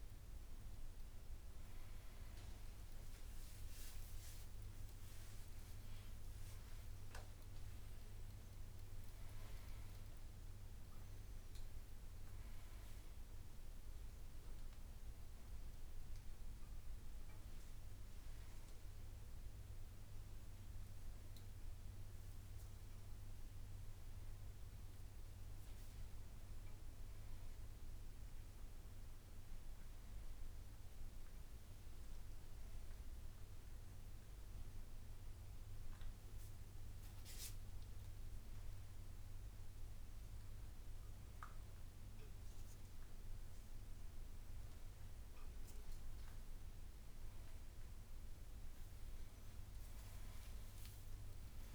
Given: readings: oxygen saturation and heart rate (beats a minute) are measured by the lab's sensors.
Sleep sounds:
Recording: a person awake in a sleep study, hard to hear, by a room microphone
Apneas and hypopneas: none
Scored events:
2.00-4.00 s: long interval between heartbeats (device-marked, heart rate 112 before, 89 extreme)
5.00-7.00 s: long interval between heartbeats (device-marked, heart rate 109 before, 96 extreme)
9.50 s: drop in pulse transit time (device-marked)
11.50-27.50 s: drop in pulse transit time (device-marked, heart rate 92 before, 78 extreme)
15.50-46.50 s: tachycardia (device-marked)
17.00-19.00 s: long interval between heartbeats (device-marked, heart rate 88 before, 87 extreme)
20.50-22.50 s: long interval between heartbeats (device-marked, heart rate 93 before, 160 extreme)
22.50-24.50 s: long interval between heartbeats (device-marked, heart rate 102 before, 206 extreme)
25.50-27.50 s: long interval between heartbeats (device-marked, heart rate 121 before, 200 extreme)
27.50-29.50 s: long interval between heartbeats (device-marked, heart rate 133 before, 165 extreme)
29.50-31.50 s: long interval between heartbeats (device-marked, heart rate 141 before, 139 extreme)
31.50-33.50 s: long interval between heartbeats (device-marked, heart rate 146 before, 131 extreme)
33.50-35.50 s: long interval between heartbeats (device-marked, heart rate 152 before, 120 extreme)
36.00-38.00 s: long interval between heartbeats (device-marked, heart rate 156 before, 129 extreme)
38.00-40.00 s: long interval between heartbeats (device-marked, heart rate 160 before, 127 extreme)
40.50-42.50 s: long interval between heartbeats (device-marked, heart rate 163 before, 144 extreme)
42.50-44.50 s: long interval between heartbeats (device-marked, heart rate 160 before, 149 extreme)
46.00-48.00 s: long interval between heartbeats (device-marked, heart rate 149 before, 134 extreme)
47.50-49.50 s: tachycardia (device-marked, heart rate 95 before, 126 extreme)
48.00-50.00 s: long interval between heartbeats (device-marked, heart rate 142 before, 126 extreme)
From the record:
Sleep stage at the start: awake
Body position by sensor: upright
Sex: male

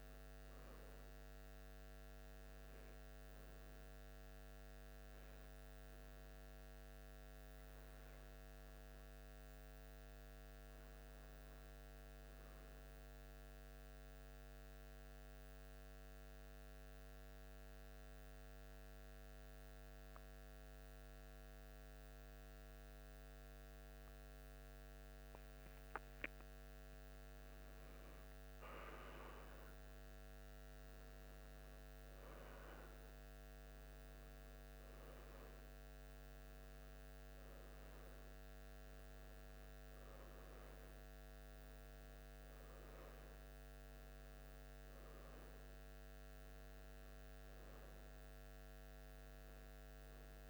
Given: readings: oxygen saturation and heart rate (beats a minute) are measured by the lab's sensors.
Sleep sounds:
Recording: breathing in sleep, hard to hear, by a microphone on the trachea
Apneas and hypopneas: 1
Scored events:
13.00-25.50 s: mixed apnea (oxygen 94% before, 92% lowest, heart rate 76 before, 74 extreme, up 5 after)
13.00-50.49 s: new sleep stage, N2 (light sleep)
27.50-32.00 s: arousal
From the record:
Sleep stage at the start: N1 (lightest sleep)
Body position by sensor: on the back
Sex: male

